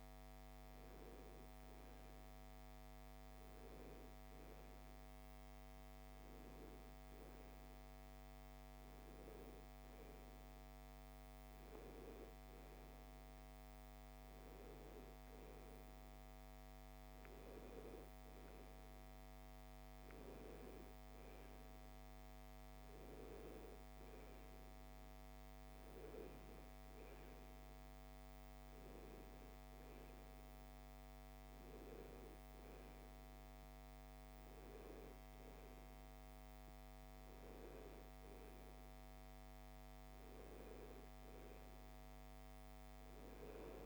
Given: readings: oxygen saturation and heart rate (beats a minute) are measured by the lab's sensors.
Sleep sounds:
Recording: breathing in sleep, hard to hear, by a microphone on the trachea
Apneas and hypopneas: none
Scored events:
none scored
From the record:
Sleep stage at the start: N2 (light sleep)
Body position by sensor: on the right side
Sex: female

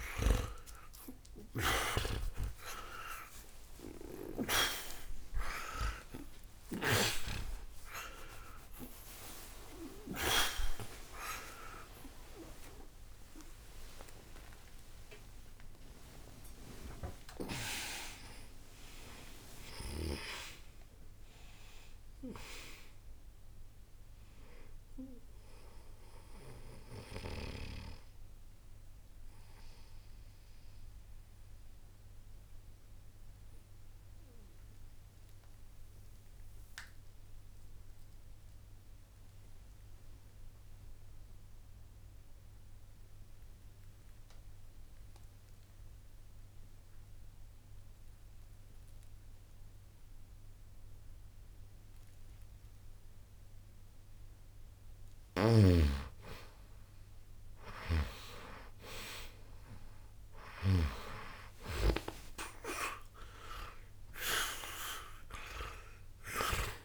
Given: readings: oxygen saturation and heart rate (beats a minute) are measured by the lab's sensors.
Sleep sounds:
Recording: a person partly awake in a sleep study, by a room microphone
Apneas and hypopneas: 1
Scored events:
0.00-43.00 s: oxygen desaturation (device-marked, oxygen 79% lowest, heart rate 64 extreme)
27.00-66.85 s: new sleep stage, N1 (lightest sleep)
29.50-55.00 s: mixed apnea (oxygen 92% before, 79% lowest, heart rate 142 before, 63 extreme, up 0 after)
57.50-62.00 s: arousal
61.00-66.85 s: oxygen desaturation (device-marked, oxygen 99% before, 83% lowest, heart rate 64 before, 62 extreme)
From the record:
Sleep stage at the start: awake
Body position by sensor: on the right side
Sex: male

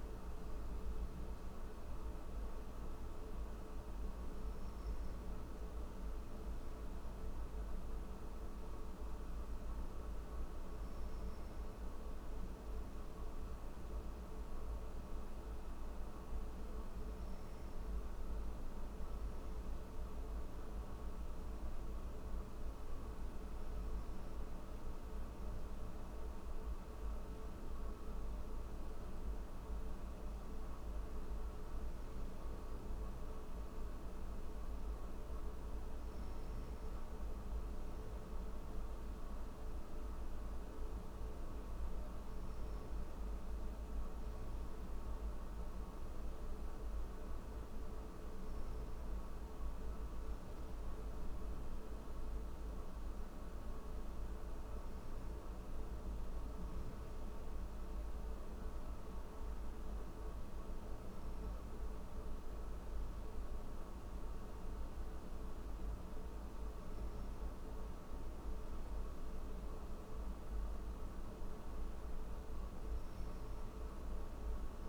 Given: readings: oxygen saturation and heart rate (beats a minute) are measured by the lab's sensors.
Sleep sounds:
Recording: breathing in sleep, hard to hear, by a room microphone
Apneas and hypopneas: none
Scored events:
none scored
From the record:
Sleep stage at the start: N1 (lightest sleep)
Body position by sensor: on the back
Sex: male

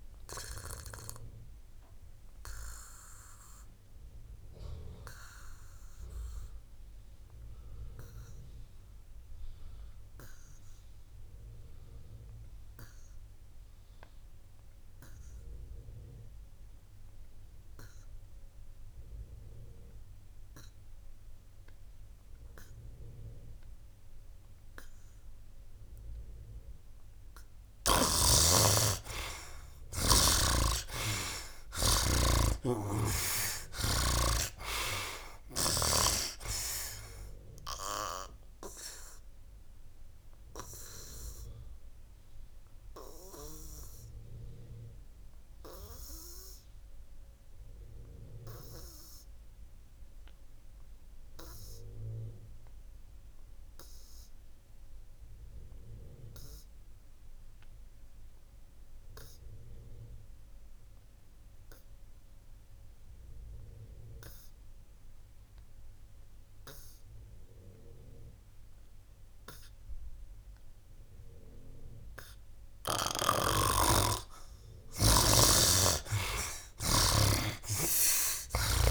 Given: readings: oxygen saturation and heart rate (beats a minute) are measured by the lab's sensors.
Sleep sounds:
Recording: breathing in sleep by a room microphone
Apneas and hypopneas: 2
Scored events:
0.00-21.50 s: oxygen desaturation (device-marked, oxygen 78% lowest, heart rate 61 extreme)
1.00-27.00 s: obstructive apnea (oxygen 98% before, 77% lowest, heart rate 76 before, 61 extreme, up 17 after)
26.50-56.50 s: oxygen desaturation (device-marked, oxygen 98% before, 77% lowest, heart rate 65 before, 61 extreme)
29.00-32.50 s: arousal
38.00-73.50 s: obstructive apnea (oxygen 98% before, 71% lowest, heart rate 68 before, 61 extreme, up 16 after)
62.50-78.91 s: oxygen desaturation (device-marked, oxygen 97% before, 71% lowest, heart rate 67 before, 63 extreme)
77.50-78.91 s: snoring (device-marked)
From the record:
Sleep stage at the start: N2 (light sleep)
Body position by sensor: on the back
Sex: male

